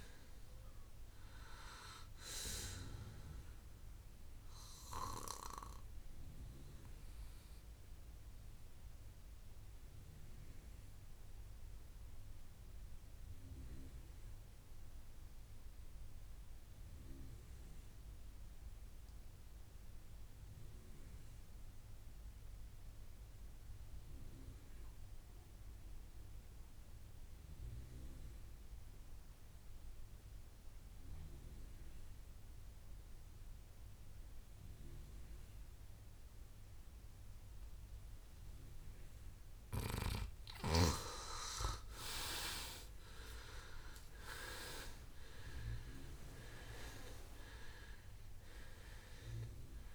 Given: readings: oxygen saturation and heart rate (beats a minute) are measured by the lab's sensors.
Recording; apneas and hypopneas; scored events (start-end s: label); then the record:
breathing in sleep by a room microphone; 1
0.00-20.50 s: oxygen desaturation (device-marked, oxygen 92% lowest, heart rate 58 extreme)
5.00-41.00 s: mixed apnea (oxygen 98% before, 91% lowest, heart rate 73 before, 58 extreme, up 19 after)
40.50-49.95 s: oxygen desaturation (device-marked, oxygen 98% before, 91% lowest, heart rate 61 before, 56 extreme)
42.00-46.00 s: arousal
From the record:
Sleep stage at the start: N2 (light sleep); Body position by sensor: on the right side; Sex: male